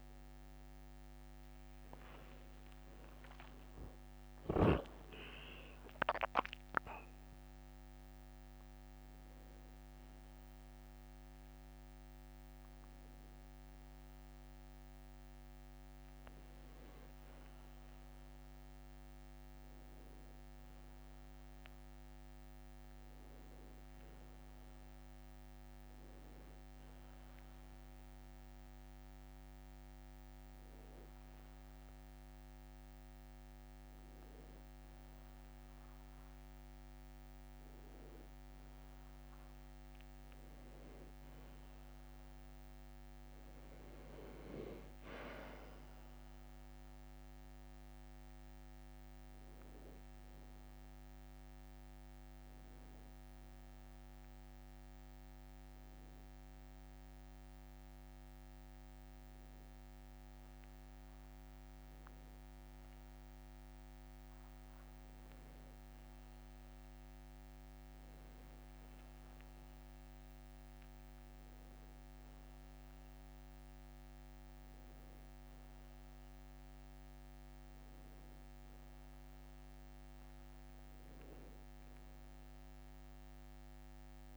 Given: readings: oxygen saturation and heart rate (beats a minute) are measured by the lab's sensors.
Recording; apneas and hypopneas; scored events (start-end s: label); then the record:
a person partly awake in a sleep study, hard to hear, by a microphone on the trachea; none
0.00-1.50 s: long interval between heartbeats (device-marked, heart rate 104 extreme)
1.50-3.50 s: long interval between heartbeats (device-marked, heart rate 81 before, 98 extreme)
17.50-84.37 s: new sleep stage, N1 (lightest sleep)
26.50-31.50 s: tachycardia (device-marked, heart rate 71 before, 122 extreme)
28.50-30.50 s: long interval between heartbeats (device-marked, heart rate 66 before, 87 extreme)
30.50-32.50 s: long interval between heartbeats (device-marked, heart rate 69 before, 122 extreme)
37.50-39.50 s: long interval between heartbeats (device-marked, heart rate 82 before, 82 extreme)
From the record:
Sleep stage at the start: awake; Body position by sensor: on the back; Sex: male